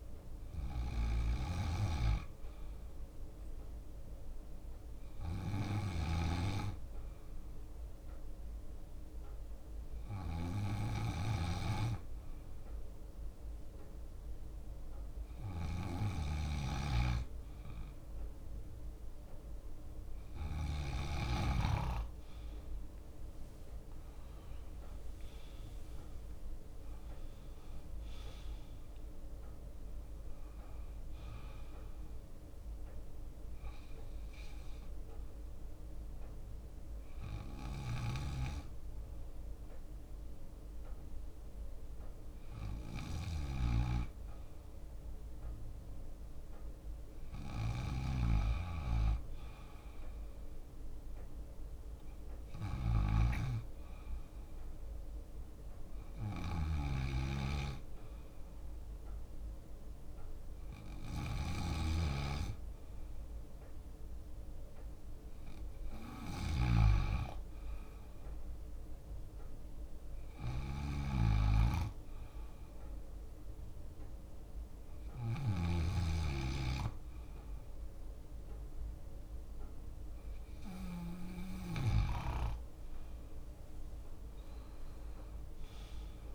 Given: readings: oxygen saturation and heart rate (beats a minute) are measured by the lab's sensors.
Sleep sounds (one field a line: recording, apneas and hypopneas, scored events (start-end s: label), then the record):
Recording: breathing in sleep by a room microphone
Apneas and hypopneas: 2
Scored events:
0.00-19.50 s: bradycardia (device-marked, heart rate 56 extreme)
4.50-16.50 s: hypopnea (oxygen 98% before, 95% lowest, heart rate 58 before, 57 extreme, up 2 after)
19.00-22.00 s: arousal
20.50-22.00 s: leg movement (device-marked)
32.50-51.50 s: bradycardia (device-marked, heart rate 63 before, 56 extreme)
34.50-44.50 s: hypopnea (oxygen 96% before, 95% lowest, heart rate 61 before, 56 extreme, up 2 after)
38.50-44.50 s: leg movement (device-marked)
45.50-57.50 s: drop in pulse transit time (device-marked, heart rate 61 before, 56 extreme)
46.50-49.50 s: arousal
48.00-56.00 s: leg movement (device-marked)
52.50-81.50 s: bradycardia (device-marked, heart rate 63 before, 57 extreme)
56.50-76.00 s: snoring (device-marked)
58.50-60.50 s: leg movement (device-marked)
60.50-64.50 s: leg movement (device-marked)
68.00-75.00 s: leg movement (device-marked)
82.50-86.35 s: arousal
From the record:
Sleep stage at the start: N2 (light sleep)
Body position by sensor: on the left side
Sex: male